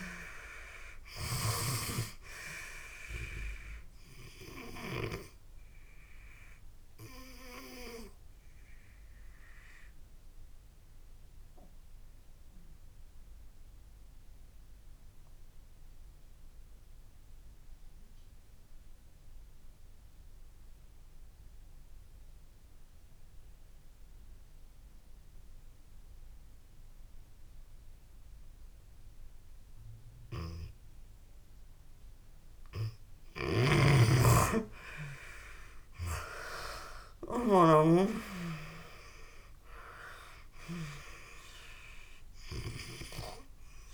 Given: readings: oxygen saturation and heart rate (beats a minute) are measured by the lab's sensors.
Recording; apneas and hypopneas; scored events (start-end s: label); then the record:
breathing in sleep by a room microphone; 1
4.00-30.00 s: oxygen desaturation (device-marked, oxygen 97% before, 80% lowest)
4.50-32.00 s: obstructive apnea (oxygen 97% before, 79% lowest)
33.00-37.50 s: snoring (device-marked)
35.00-38.00 s: arousal
From the record:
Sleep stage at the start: N2 (light sleep); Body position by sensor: on the back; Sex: female